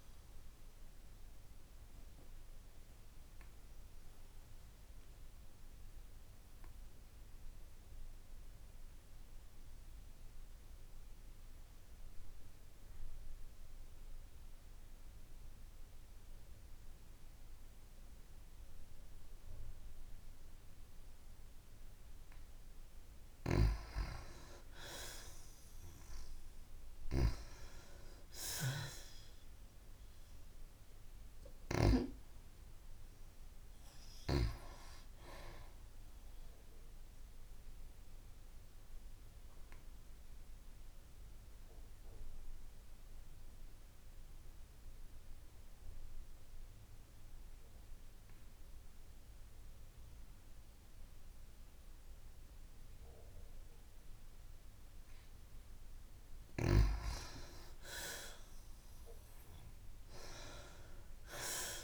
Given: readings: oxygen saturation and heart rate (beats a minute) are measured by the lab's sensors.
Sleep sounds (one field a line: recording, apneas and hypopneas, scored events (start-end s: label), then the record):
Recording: breathing in sleep by a room microphone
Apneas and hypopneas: 2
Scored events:
1.00-23.00 s: obstructive apnea (oxygen 96% before, 88% lowest, heart rate 60 before, 52 extreme, up 5 after)
24.50-38.50 s: oxygen desaturation (device-marked, oxygen 96% before, 89% lowest, heart rate 55 before, 52 extreme)
25.50-29.50 s: arousal
37.50-55.50 s: obstructive apnea (oxygen 96% before, 87% lowest)
58.50-61.84 s: arousal
58.50-61.84 s: oxygen desaturation (device-marked, oxygen 97% before, 88% lowest)
From the record:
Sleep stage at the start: N2 (light sleep)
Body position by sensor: on the back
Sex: female